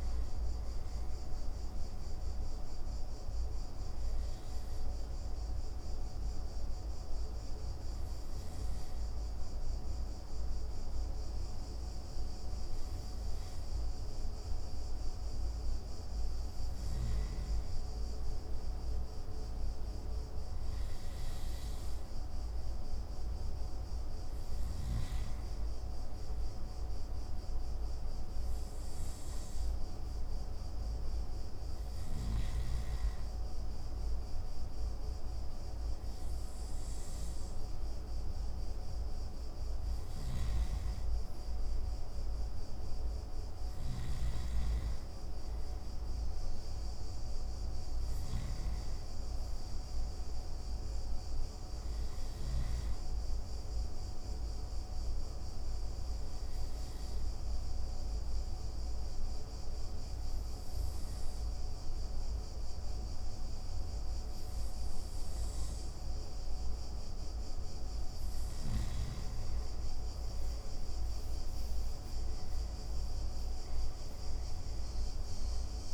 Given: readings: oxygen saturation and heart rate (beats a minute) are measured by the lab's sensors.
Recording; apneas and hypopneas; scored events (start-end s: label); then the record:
breathing in sleep, hard to hear, by a room microphone; 2
0.00-19.00 s: oxygen desaturation (device-marked, oxygen 91% lowest)
3.00-16.00 s: hypopnea (oxygen 94% before, 91% lowest)
17.50-20.50 s: arousal
39.50-52.50 s: snoring (device-marked)
48.50-51.50 s: arousal
55.00-67.00 s: obstructive apnea (oxygen 94% before, 91% lowest)
72.00-75.00 s: arousal
From the record:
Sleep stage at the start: N2 (light sleep); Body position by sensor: on the right side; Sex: male